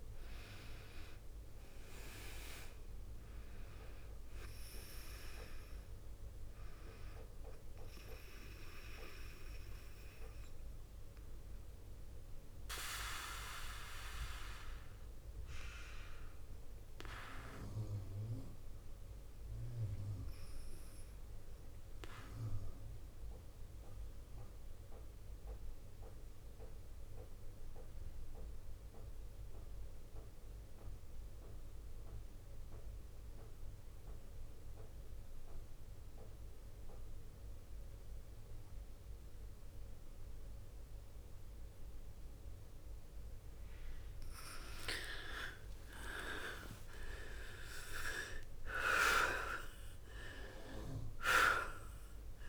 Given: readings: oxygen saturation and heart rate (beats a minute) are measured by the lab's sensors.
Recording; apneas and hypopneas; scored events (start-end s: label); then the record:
breathing in sleep by a room microphone; 1
0.00-22.00 s: oxygen desaturation (device-marked, oxygen 85% lowest, heart rate 57 extreme)
22.00-43.50 s: obstructive apnea (oxygen 96% before, 82% lowest, heart rate 61 before, 55 extreme, up 9 after)
36.00-52.49 s: oxygen desaturation (device-marked, oxygen 99% before, 82% lowest, heart rate 62 before, 54 extreme)
44.50-49.00 s: arousal
From the record:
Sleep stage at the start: N2 (light sleep); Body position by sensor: on the back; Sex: female